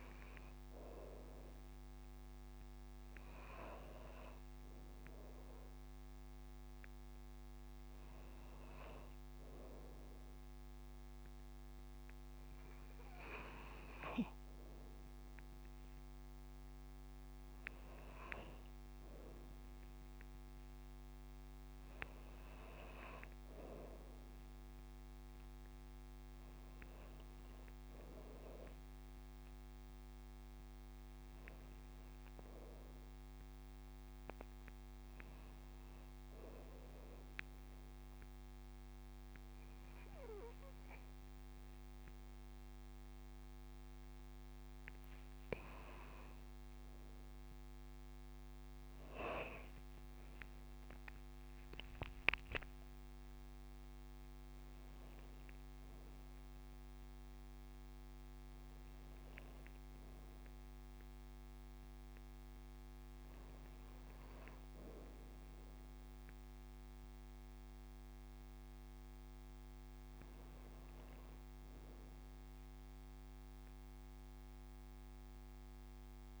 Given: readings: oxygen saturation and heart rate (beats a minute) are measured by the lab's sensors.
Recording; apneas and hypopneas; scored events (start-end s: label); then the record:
breathing in sleep by a microphone on the trachea; 1
27.50-31.50 s: arousal
35.50-48.00 s: obstructive apnea (oxygen 95% before, 93% lowest)
50.00-54.00 s: arousal
From the record:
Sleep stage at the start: N2 (light sleep); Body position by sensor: on the back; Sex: female